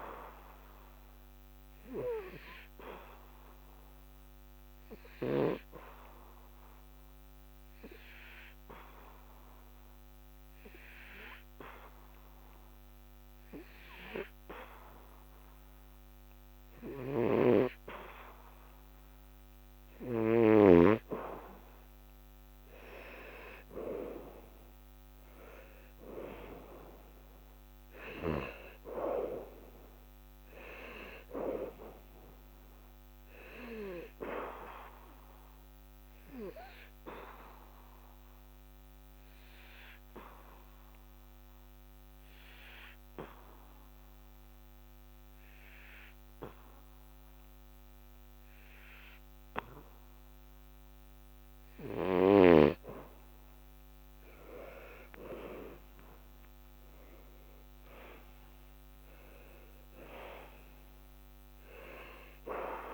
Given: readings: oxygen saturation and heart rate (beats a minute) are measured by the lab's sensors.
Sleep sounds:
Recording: breathing in sleep by a microphone on the trachea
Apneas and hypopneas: 2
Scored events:
0.00-18.00 s: oxygen desaturation (device-marked, oxygen 91% lowest, heart rate 72 extreme)
2.00-21.00 s: hypopnea (oxygen 99% before, 91% lowest, heart rate 76 before, 73 extreme, up 7 after)
23.00-27.00 s: arousal
29.00-49.00 s: oxygen desaturation (device-marked, oxygen 98% before, 93% lowest, heart rate 77 before, 73 extreme)
37.00-52.00 s: obstructive apnea (oxygen 98% before, 91% lowest, heart rate 78 before, 73 extreme, up 12 after)
54.50-58.00 s: arousal
From the record:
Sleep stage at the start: N2 (light sleep)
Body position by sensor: on the back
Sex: male

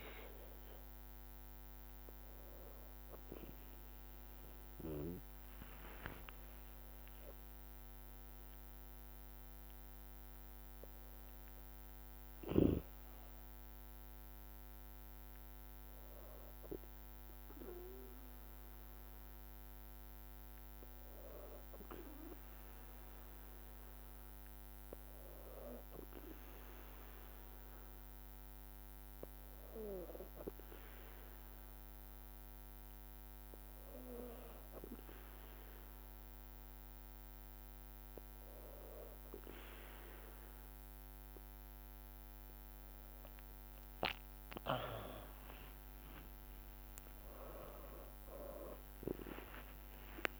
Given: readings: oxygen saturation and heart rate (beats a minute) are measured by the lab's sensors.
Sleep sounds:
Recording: breathing in sleep by a microphone on the trachea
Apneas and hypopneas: 1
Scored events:
1.00-5.50 s: arousal
4.00-14.00 s: oxygen desaturation (device-marked, oxygen 99% before, 94% lowest, heart rate 56 before, 53 extreme)
7.00-19.00 s: drop in pulse transit time (device-marked, heart rate 56 before, 56 extreme)
24.50-39.00 s: hypopnea (oxygen 99% before, 94% lowest, heart rate 57 before, 53 extreme, up 5 after)
44.00-48.50 s: arousal
47.00-50.40 s: drop in pulse transit time (device-marked, heart rate 54 before, 55 extreme)
47.00-50.40 s: oxygen desaturation (device-marked, oxygen 97% before, 94% lowest, heart rate 54 before, 52 extreme)
From the record:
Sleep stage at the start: N2 (light sleep)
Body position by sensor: on the back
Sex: female

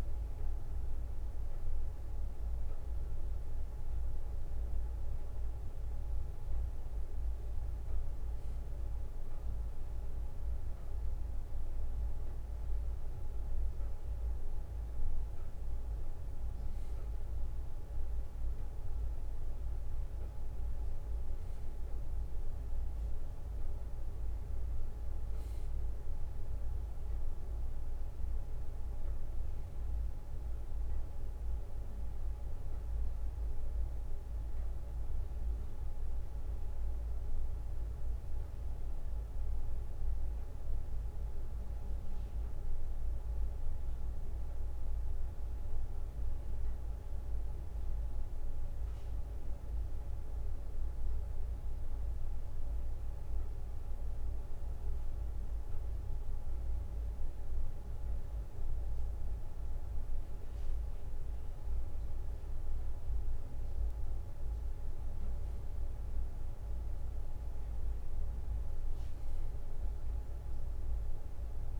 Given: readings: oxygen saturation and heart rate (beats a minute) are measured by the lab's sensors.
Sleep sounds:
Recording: a person awake in a sleep study, hard to hear, by a room microphone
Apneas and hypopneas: none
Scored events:
none scored
From the record:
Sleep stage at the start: awake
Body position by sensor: on the right side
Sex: male

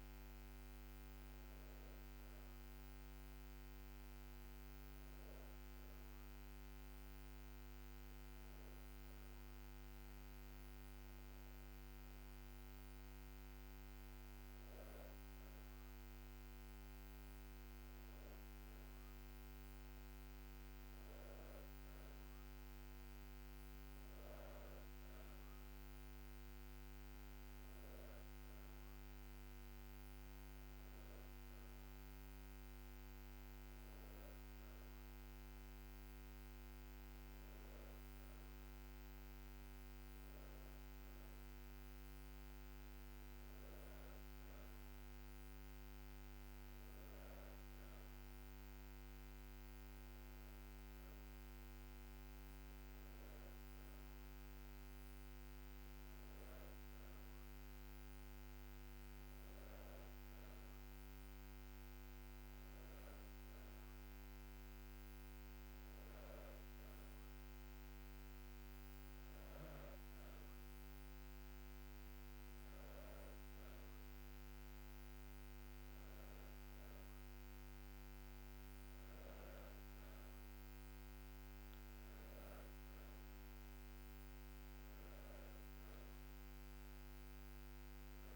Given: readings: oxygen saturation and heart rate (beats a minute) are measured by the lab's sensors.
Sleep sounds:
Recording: breathing in sleep, hard to hear, by a microphone on the trachea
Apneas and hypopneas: none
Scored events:
none scored
From the record:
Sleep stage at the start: N2 (light sleep)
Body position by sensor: on the back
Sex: female

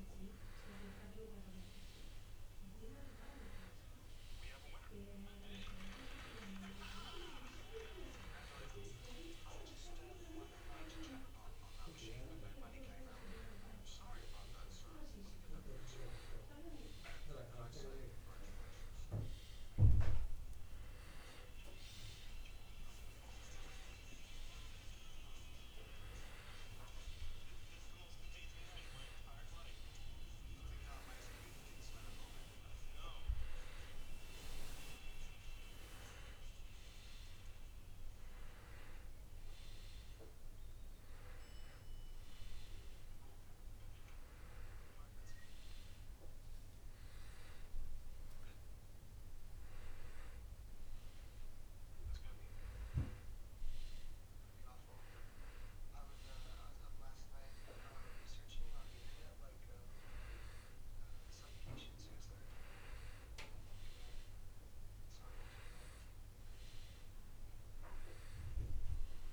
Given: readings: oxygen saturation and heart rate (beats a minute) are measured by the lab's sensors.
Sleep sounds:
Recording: breathing in sleep by a room microphone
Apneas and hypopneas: none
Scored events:
none scored
From the record:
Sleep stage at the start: N2 (light sleep)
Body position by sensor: on the back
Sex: male

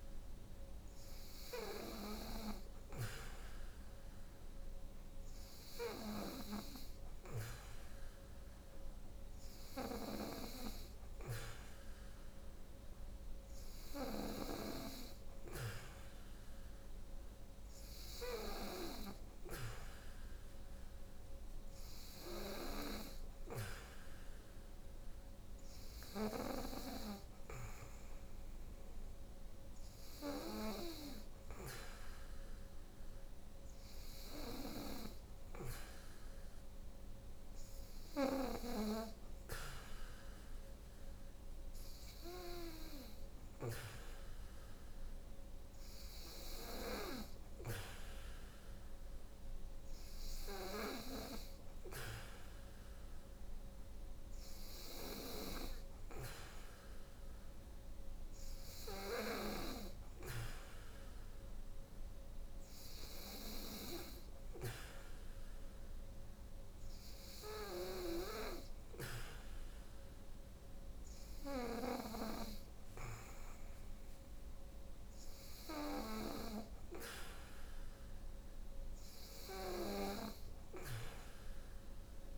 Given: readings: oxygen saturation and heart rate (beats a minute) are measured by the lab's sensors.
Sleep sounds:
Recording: breathing in sleep by a room microphone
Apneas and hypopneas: none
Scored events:
none scored
From the record:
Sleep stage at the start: N3 (deep sleep)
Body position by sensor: on the back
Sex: female

